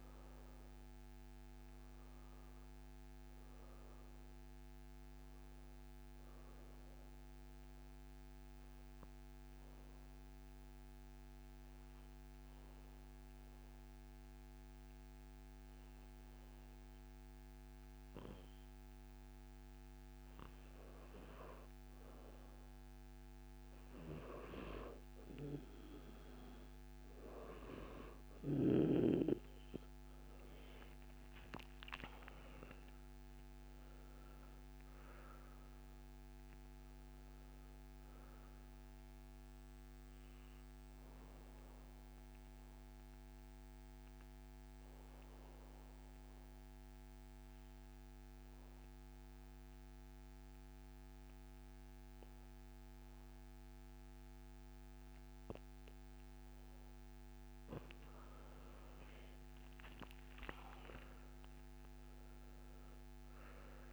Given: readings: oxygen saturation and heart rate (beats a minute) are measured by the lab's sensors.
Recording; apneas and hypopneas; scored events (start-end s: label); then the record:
breathing in sleep by a microphone on the trachea; 2
0.00-14.00 s: oxygen desaturation (device-marked, oxygen 91% lowest, heart rate 64 extreme)
7.00-20.00 s: obstructive apnea (oxygen 98% before, 90% lowest, heart rate 70 before, 64 extreme, up 4 after)
27.00-49.00 s: oxygen desaturation (device-marked, oxygen 97% before, 92% lowest, heart rate 67 before, 65 extreme)
30.50-34.00 s: arousal
41.50-55.50 s: obstructive apnea (oxygen 97% before, 90% lowest, heart rate 71 before, 65 extreme, up 11 after)
58.00-63.93 s: oxygen desaturation (device-marked, oxygen 98% before, 90% lowest, heart rate 68 before, 64 extreme)
58.50-63.00 s: arousal
From the record:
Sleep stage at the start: N2 (light sleep); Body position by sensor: on the back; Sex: male